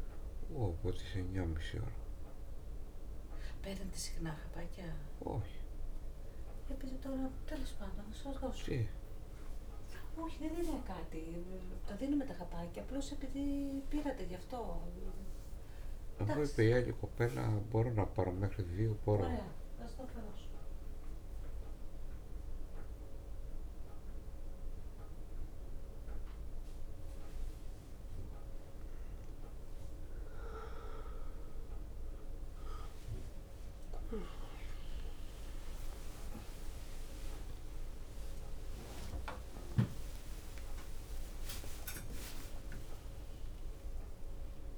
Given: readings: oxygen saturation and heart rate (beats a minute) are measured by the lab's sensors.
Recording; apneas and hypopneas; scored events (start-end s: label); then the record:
a person awake in a sleep study, by a room microphone; none
33.00-35.00 s: long interval between heartbeats (device-marked, heart rate 68 before, 87 extreme)
33.00-41.00 s: tachycardia (device-marked, heart rate 76 before, 147 extreme)
35.50-37.50 s: long interval between heartbeats (device-marked, heart rate 70 before, 99 extreme)
38.50-40.50 s: long interval between heartbeats (device-marked, heart rate 78 before, 138 extreme)
40.50-42.50 s: long interval between heartbeats (device-marked, heart rate 85 before, 147 extreme)
From the record:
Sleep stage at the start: awake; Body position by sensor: on the back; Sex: male